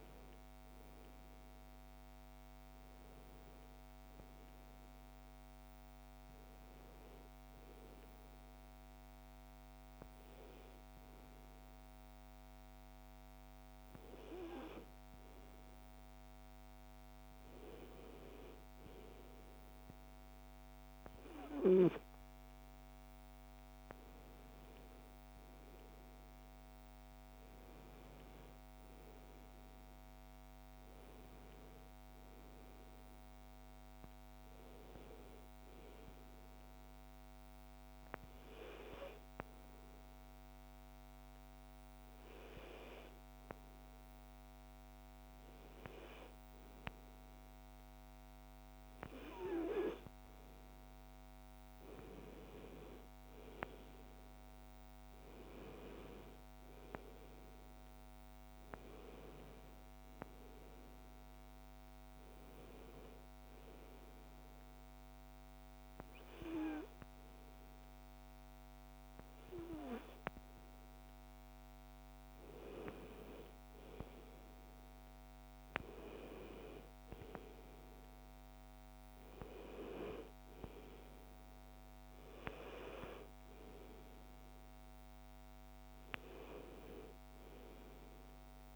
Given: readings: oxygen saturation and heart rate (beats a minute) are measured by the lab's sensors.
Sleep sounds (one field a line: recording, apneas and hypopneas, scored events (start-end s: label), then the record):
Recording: breathing in sleep by a microphone on the trachea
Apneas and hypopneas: 1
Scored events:
36.50-48.50 s: hypopnea (oxygen 96% before, 93% lowest)
50.50-54.00 s: arousal
From the record:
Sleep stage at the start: N1 (lightest sleep)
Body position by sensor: on the back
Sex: female